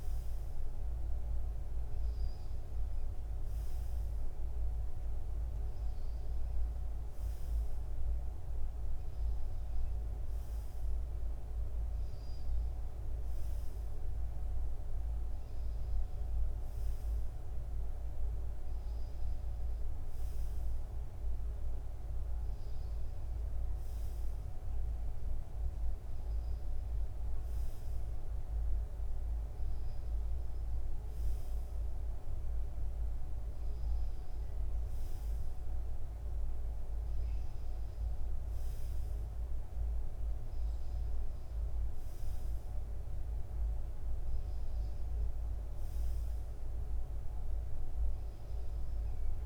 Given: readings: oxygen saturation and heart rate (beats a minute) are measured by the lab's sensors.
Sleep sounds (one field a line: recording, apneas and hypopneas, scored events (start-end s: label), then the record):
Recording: breathing in sleep, hard to hear, by a room microphone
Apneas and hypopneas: none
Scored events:
none scored
From the record:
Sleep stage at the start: N2 (light sleep)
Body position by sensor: on the front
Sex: male